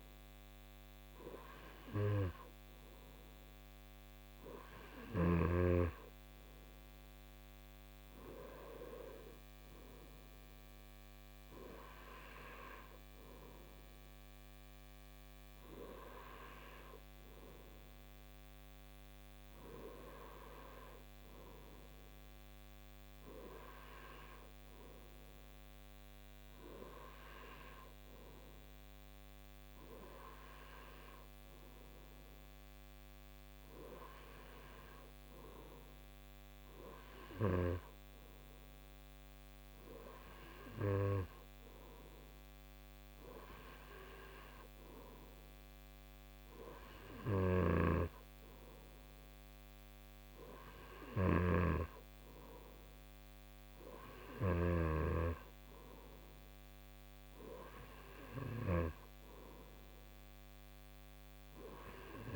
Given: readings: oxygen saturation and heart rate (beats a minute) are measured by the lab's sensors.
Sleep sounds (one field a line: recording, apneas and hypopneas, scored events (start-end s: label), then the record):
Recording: breathing in sleep by a microphone on the trachea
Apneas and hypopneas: none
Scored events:
none scored
From the record:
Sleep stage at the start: N2 (light sleep)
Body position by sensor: on the right side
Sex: male